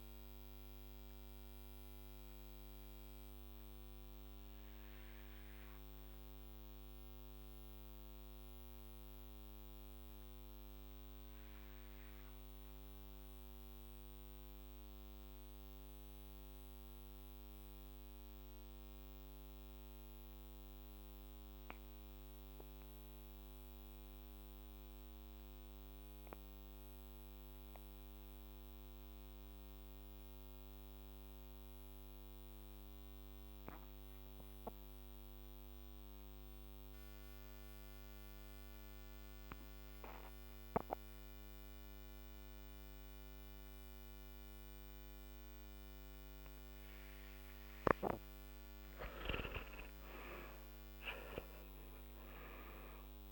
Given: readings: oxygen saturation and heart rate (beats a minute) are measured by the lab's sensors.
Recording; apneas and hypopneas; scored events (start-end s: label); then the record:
breathing in sleep by a microphone on the trachea; 1
0.00-1.50 s: oxygen desaturation (device-marked, oxygen 84% lowest, heart rate 46 extreme)
1.50-46.00 s: obstructive apnea (oxygen 95% before, 85% lowest, heart rate 53 before, 46 extreme, up 13 after)
1.50-53.32 s: new sleep stage, REM sleep
30.50-36.50 s: oxygen desaturation (device-marked, oxygen 97% before, 92% lowest, heart rate 47 before, 48 extreme)
49.00-53.32 s: arousal
From the record:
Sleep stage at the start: N2 (light sleep); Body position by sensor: on the back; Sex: male